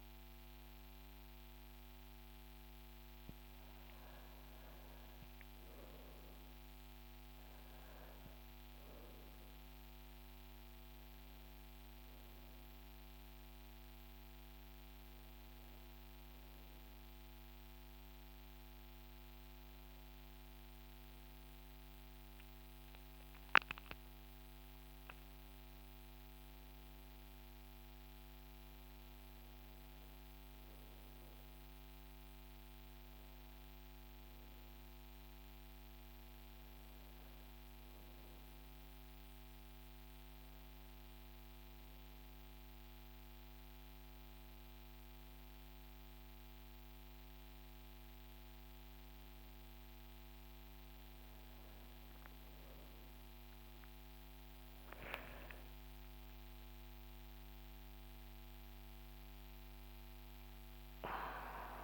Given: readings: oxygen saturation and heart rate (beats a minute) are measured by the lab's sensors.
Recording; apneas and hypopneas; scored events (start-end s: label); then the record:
a person awake in a sleep study, hard to hear, by a microphone on the trachea; none
none scored
From the record:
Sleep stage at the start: awake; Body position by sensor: on the right side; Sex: male